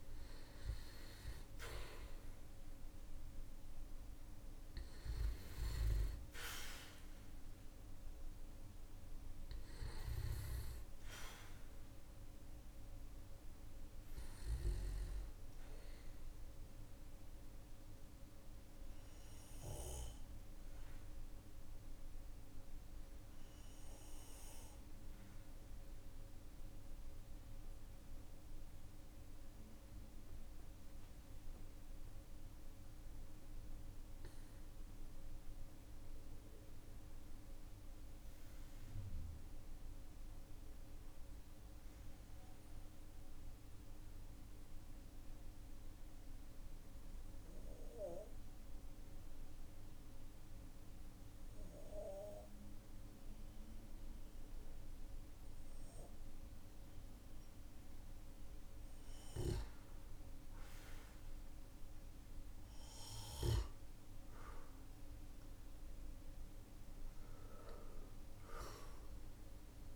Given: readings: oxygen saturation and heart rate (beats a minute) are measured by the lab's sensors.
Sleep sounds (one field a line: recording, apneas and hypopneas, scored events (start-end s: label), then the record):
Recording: breathing in sleep by a room microphone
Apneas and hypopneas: 1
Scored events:
1.00-27.00 s: oxygen desaturation (device-marked, oxygen 97% before, 93% lowest, heart rate 56 before, 43 extreme)
16.00-58.00 s: obstructive apnea (oxygen 98% before, 92% lowest, heart rate 50 before, 43 extreme, up 12 after)
59.00-69.96 s: oxygen desaturation (device-marked, oxygen 99% before, 92% lowest, heart rate 46 before, 41 extreme)
65.00-69.96 s: new sleep stage, awake
From the record:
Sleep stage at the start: N2 (light sleep)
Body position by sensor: on the back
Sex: male